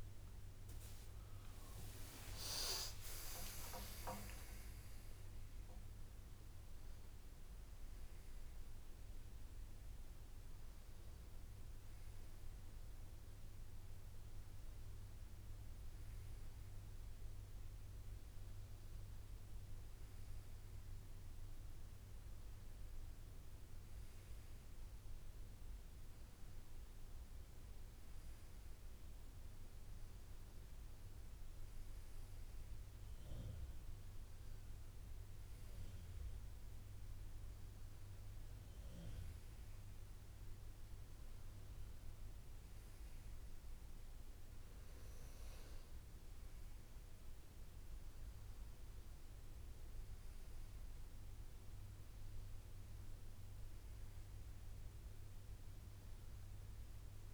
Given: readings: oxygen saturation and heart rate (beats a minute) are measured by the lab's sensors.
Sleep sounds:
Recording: a person awake in a sleep study, hard to hear, by a room microphone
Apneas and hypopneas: none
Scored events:
29.00-57.34 s: new sleep stage, N1 (lightest sleep)
From the record:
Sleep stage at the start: awake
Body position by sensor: on the right side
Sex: male

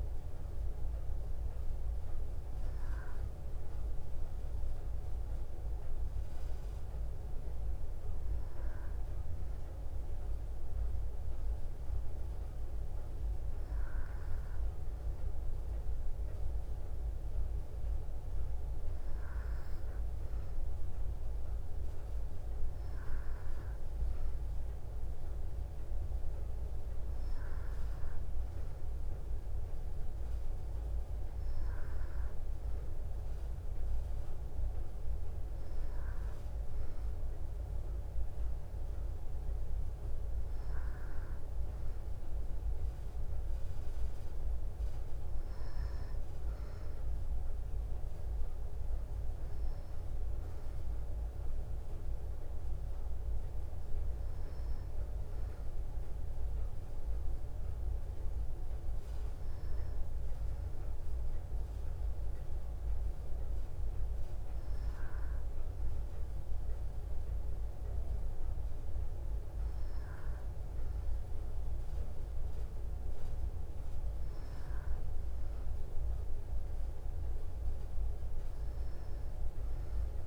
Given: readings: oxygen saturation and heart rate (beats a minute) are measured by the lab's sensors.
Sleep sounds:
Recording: breathing in sleep, hard to hear, by a room microphone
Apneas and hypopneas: none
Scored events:
none scored
From the record:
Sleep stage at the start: N2 (light sleep)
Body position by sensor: on the back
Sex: female

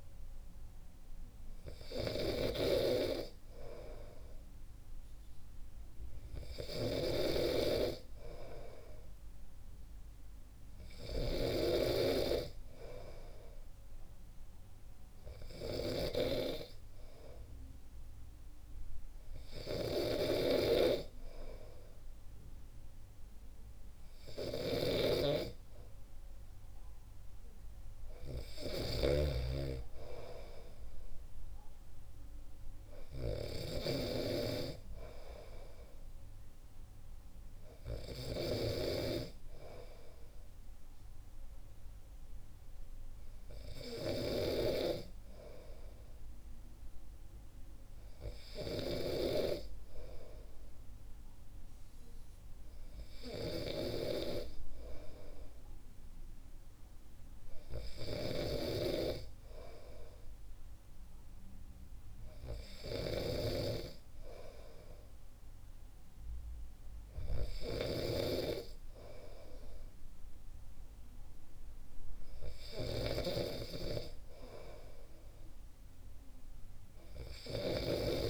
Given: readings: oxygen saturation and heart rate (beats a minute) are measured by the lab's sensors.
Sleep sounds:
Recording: breathing in sleep by a room microphone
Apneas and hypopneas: none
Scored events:
24.50-34.00 s: snoring (device-marked)
58.00-63.50 s: snoring (device-marked)
73.00-78.00 s: snoring (device-marked)
From the record:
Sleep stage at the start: N2 (light sleep)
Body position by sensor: on the back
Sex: male

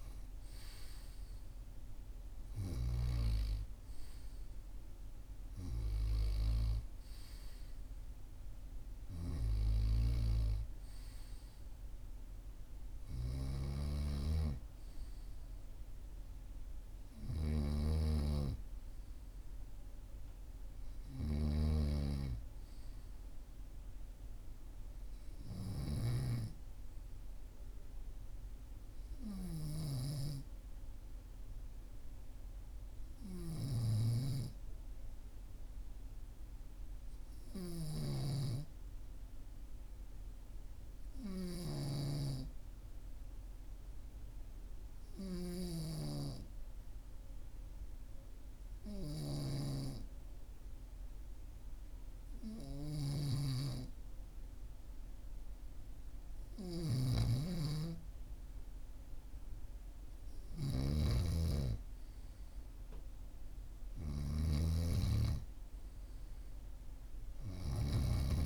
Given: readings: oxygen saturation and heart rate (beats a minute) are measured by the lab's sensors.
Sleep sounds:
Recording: breathing in sleep by a room microphone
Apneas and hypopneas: 1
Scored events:
13.00-22.00 s: snoring (device-marked)
35.50-57.00 s: obstructive apnea (oxygen 98% before, 94% lowest, heart rate 45 before, 43 extreme, up 1 after)
37.50-45.50 s: snoring (device-marked)
53.00-68.46 s: snoring (device-marked)
59.50-64.00 s: arousal
61.50-68.46 s: oxygen desaturation (device-marked, oxygen 97% before, 94% lowest, heart rate 45 before, 43 extreme)
From the record:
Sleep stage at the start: N2 (light sleep)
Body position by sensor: on the right side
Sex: male

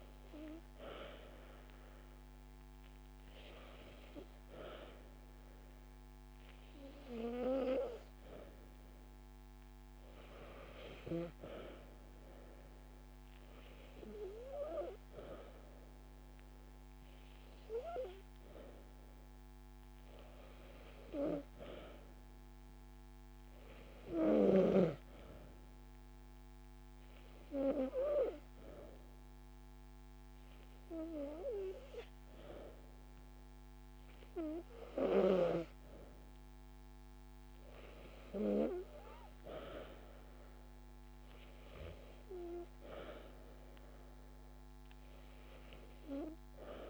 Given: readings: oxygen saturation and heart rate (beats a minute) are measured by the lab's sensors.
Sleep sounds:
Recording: breathing in sleep by a microphone on the trachea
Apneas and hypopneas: 1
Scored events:
25.00-36.00 s: obstructive apnea (oxygen 96% before, 93% lowest)
39.50-43.50 s: arousal
From the record:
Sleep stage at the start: N2 (light sleep)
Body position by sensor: on the back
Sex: female

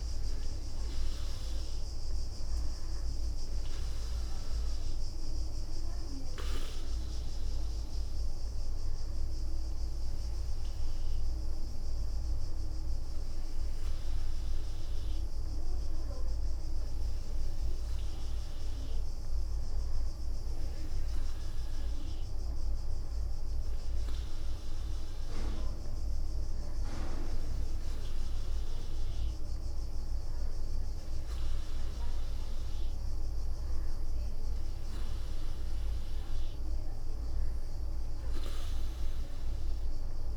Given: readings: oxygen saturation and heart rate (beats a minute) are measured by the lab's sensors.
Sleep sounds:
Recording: breathing in sleep by a room microphone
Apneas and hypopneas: 1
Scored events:
26.00-36.00 s: hypopnea (oxygen 99% before, 97% lowest, heart rate 66 before, 57 extreme, up 4 after)
From the record:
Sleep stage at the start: N2 (light sleep)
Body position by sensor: on the front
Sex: female

